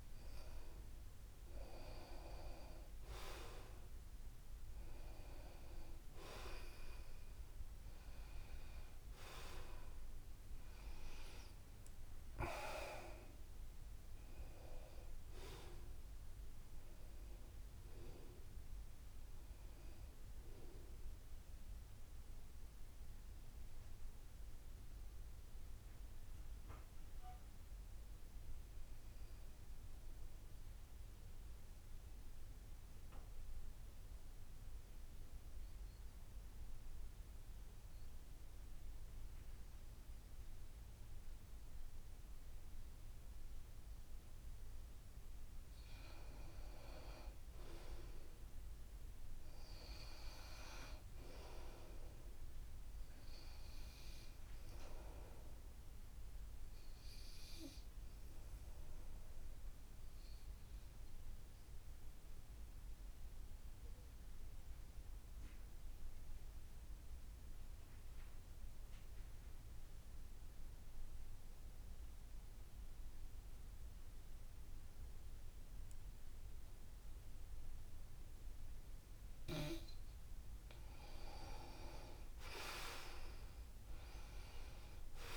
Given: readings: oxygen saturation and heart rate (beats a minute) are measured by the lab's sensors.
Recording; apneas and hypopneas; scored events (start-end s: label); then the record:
breathing in sleep by a room microphone; 2
0.00-1.00 s: arousal
0.00-1.50 s: long interval between heartbeats (device-marked, heart rate 71 extreme)
0.00-13.50 s: oxygen desaturation (device-marked, oxygen 86% lowest, heart rate 64 extreme)
3.00-5.00 s: long interval between heartbeats (device-marked, heart rate 74 before, 73 extreme)
7.50-9.50 s: long interval between heartbeats (device-marked, heart rate 73 before, 68 extreme)
22.00-44.00 s: mixed apnea (oxygen 93% before, 83% lowest, heart rate 71 before, 68 extreme, up 3 after)
43.50-67.50 s: oxygen desaturation (device-marked, oxygen 95% before, 84% lowest, heart rate 72 before, 68 extreme)
46.00-49.00 s: arousal
54.50-56.50 s: long interval between heartbeats (device-marked, heart rate 73 before, 70 extreme)
58.50-80.00 s: obstructive apnea (oxygen 95% before, 83% lowest, heart rate 73 before, 68 extreme, up 10 after)
70.50-72.50 s: long interval between heartbeats (device-marked, heart rate 72 before, 69 extreme)
73.00-75.00 s: long interval between heartbeats (device-marked, heart rate 71 before, 74 extreme)
75.50-77.50 s: long interval between heartbeats (device-marked, heart rate 71 before, 69 extreme)
76.50-85.37 s: oxygen desaturation (device-marked, oxygen 92% before, 83% lowest, heart rate 71 before, 68 extreme)
78.00-80.00 s: long interval between heartbeats (device-marked, heart rate 71 before, 75 extreme)
82.50-85.37 s: arousal
From the record:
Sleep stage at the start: N2 (light sleep); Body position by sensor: on the back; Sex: male